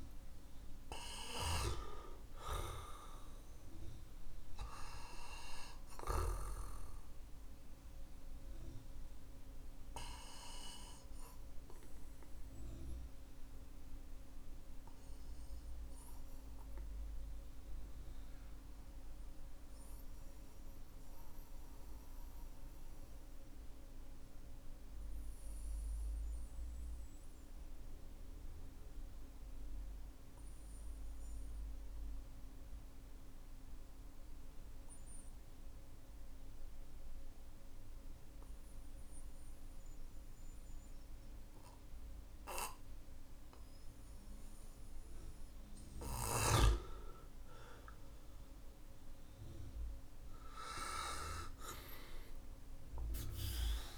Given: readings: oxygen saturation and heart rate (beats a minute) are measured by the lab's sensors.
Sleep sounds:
breathing in sleep by a room microphone; 1
0.00-12.00 s: oxygen desaturation (device-marked, oxygen 94% lowest, heart rate 46 extreme)
16.50-45.00 s: mixed apnea (oxygen 97% before, 93% lowest, heart rate 50 before, 49 extreme, up 11 after)
44.00-53.98 s: oxygen desaturation (device-marked, oxygen 99% before, 95% lowest, heart rate 52 before, 46 extreme)
46.50-51.00 s: arousal
From the record:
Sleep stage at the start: N2 (light sleep); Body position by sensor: on the back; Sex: male

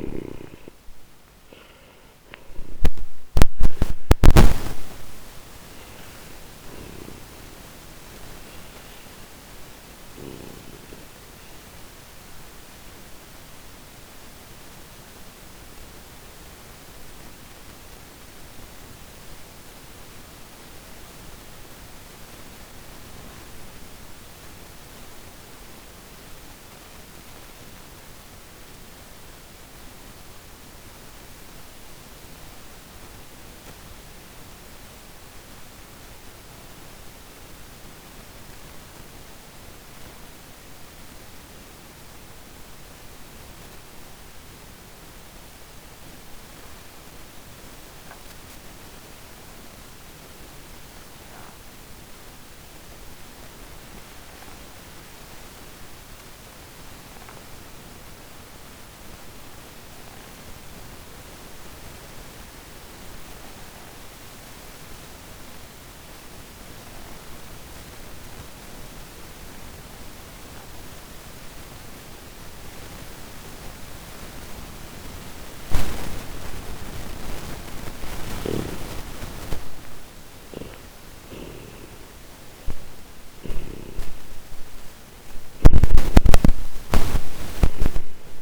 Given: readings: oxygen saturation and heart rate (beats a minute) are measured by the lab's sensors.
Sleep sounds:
breathing in sleep by a microphone on the trachea; 1
0.00-10.00 s: snoring (device-marked)
4.50-46.50 s: oxygen desaturation (device-marked, oxygen 97% before, 87% lowest)
10.50-76.00 s: obstructive apnea (oxygen 98% before, 81% lowest)
63.50-88.42 s: oxygen desaturation (device-marked, oxygen 98% before, 81% lowest, heart rate 145 before, 31 extreme)
77.50-82.00 s: arousal
77.50-83.50 s: snoring (device-marked)
From the record:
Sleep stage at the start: N2 (light sleep); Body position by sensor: on the back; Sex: male

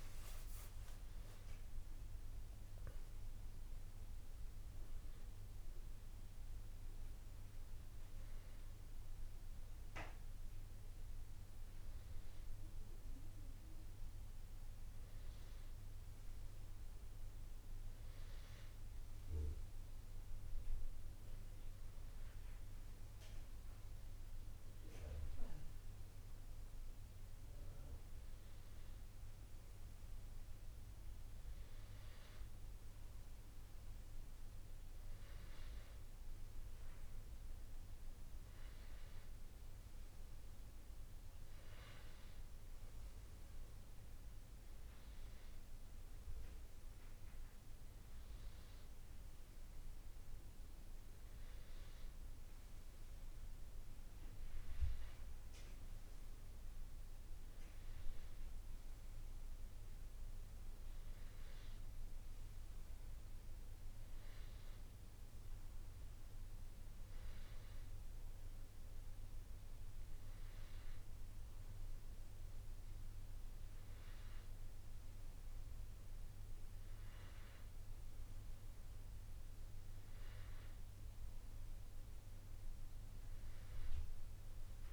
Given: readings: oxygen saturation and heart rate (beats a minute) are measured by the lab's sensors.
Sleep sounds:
breathing in sleep, hard to hear, by a room microphone; none
1.00-84.93 s: new sleep stage, N1 (lightest sleep)
From the record:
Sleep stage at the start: N2 (light sleep); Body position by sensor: on the back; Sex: male

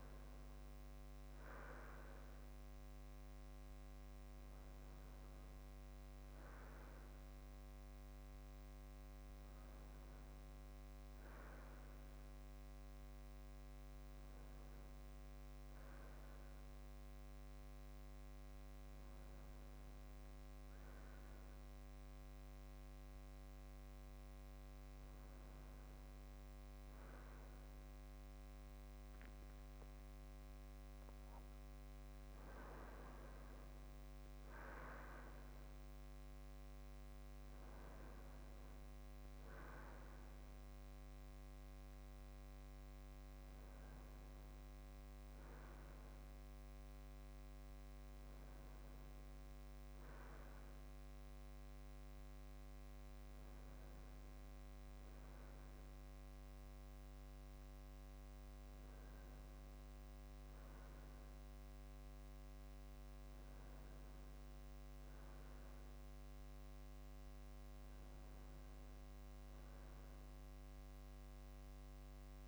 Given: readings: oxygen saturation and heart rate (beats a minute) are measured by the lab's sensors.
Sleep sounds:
a person partly awake in a sleep study, hard to hear, by a microphone on the trachea; none
30.00-60.00 s: new sleep stage, awake
60.00-72.47 s: new sleep stage, N1 (lightest sleep)
From the record:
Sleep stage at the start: N1 (lightest sleep); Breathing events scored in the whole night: 217 in 6.2 hours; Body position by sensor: on the right side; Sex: male

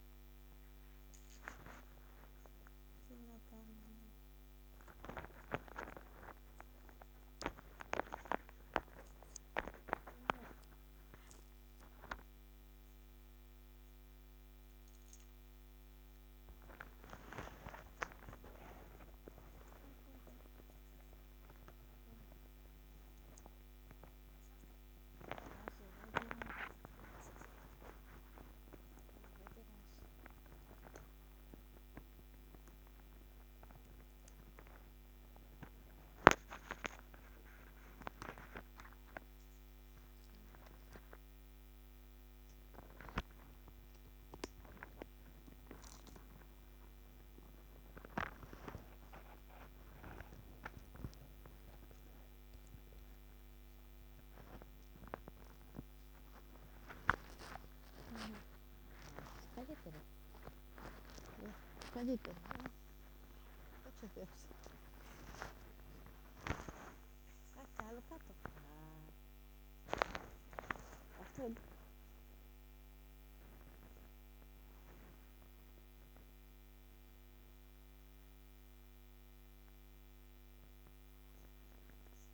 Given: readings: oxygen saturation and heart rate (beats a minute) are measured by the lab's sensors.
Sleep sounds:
a person awake in a sleep study, by a microphone on the trachea; none
none scored
From the record:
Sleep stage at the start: awake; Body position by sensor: on the back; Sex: female

